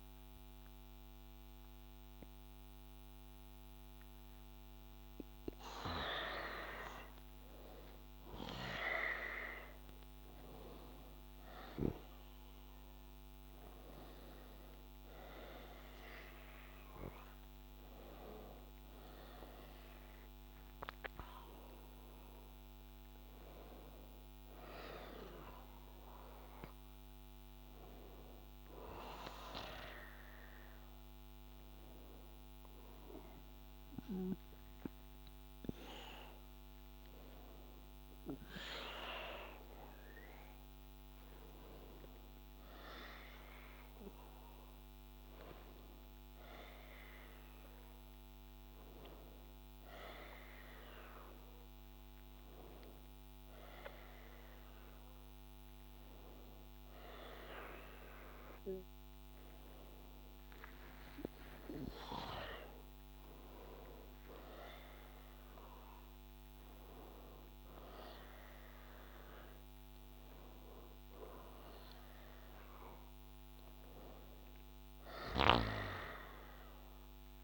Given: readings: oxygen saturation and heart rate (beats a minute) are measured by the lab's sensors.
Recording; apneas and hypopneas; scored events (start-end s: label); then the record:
a person awake in a sleep study, by a microphone on the trachea; none
62.00-67.00 s: arousal
From the record:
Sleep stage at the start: awake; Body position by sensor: on the back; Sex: male